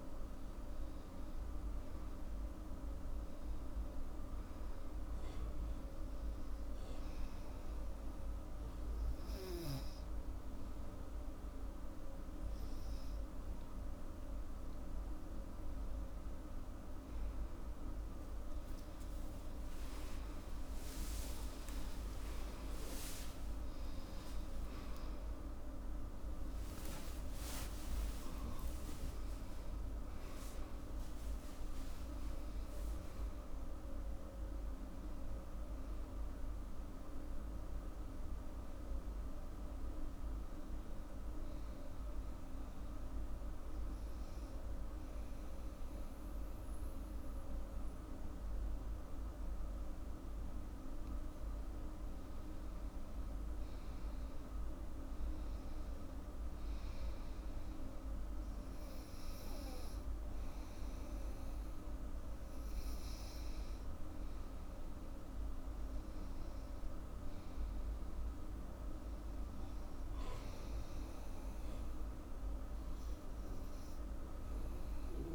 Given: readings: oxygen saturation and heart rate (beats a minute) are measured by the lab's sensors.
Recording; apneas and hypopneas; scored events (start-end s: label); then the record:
breathing in sleep, hard to hear, by a room microphone; 2
5.50-16.50 s: hypopnea (oxygen 97% before, 92% lowest, heart rate 93 before, 84 extreme, up 28 after)
21.00-23.00 s: long interval between heartbeats (device-marked, heart rate 90 before, 105 extreme)
23.00-29.00 s: arousal
24.50-26.50 s: long interval between heartbeats (device-marked, heart rate 91 before, 111 extreme)
41.00-52.00 s: hypopnea (oxygen 99% before, 92% lowest, heart rate 98 before, 75 extreme, up 14 after)
53.50-58.50 s: arousal
54.00-65.00 s: oxygen desaturation (device-marked, oxygen 98% before, 92% lowest, heart rate 83 before, 84 extreme)
From the record:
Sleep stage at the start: N2 (light sleep); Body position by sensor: on the back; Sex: female